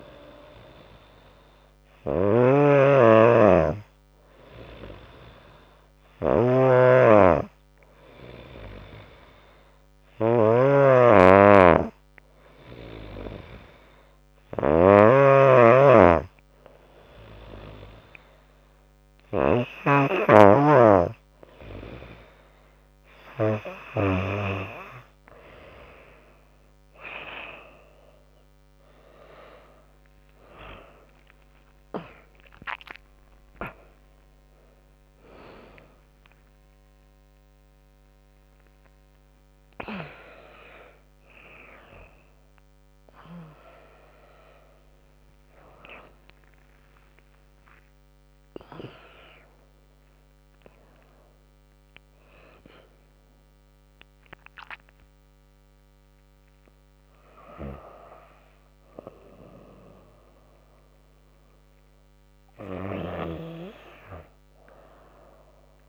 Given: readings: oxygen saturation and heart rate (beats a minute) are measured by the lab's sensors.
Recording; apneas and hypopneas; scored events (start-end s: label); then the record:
a person partly awake in a sleep study, by a microphone on the trachea; none
0.00-19.50 s: snoring (device-marked)
26.00-37.00 s: drop in pulse transit time (device-marked)
28.00-42.00 s: tachycardia (device-marked)
30.00-60.00 s: new sleep stage, awake
31.50-33.50 s: long interval between heartbeats (device-marked)
33.50-35.50 s: long interval between heartbeats (device-marked)
36.00-38.00 s: long interval between heartbeats (device-marked, heart rate 50 before, 182 extreme)
39.00-41.00 s: long interval between heartbeats (device-marked, heart rate 77 before, 155 extreme)
43.00-45.00 s: tachycardia (device-marked)
44.50-46.50 s: long interval between heartbeats (device-marked, heart rate 111 before, 96 extreme)
46.50-48.50 s: long interval between heartbeats (device-marked, heart rate 122 before, 106 extreme)
49.00-58.00 s: drop in pulse transit time (device-marked, heart rate 137 before, 83 extreme)
52.00-56.00 s: tachycardia (device-marked)
57.00-63.00 s: snoring (device-marked)
60.00-65.89 s: new sleep stage, N2 (light sleep)
From the record:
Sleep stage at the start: N2 (light sleep); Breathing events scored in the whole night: 289 in 4.2 hours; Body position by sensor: on the back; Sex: female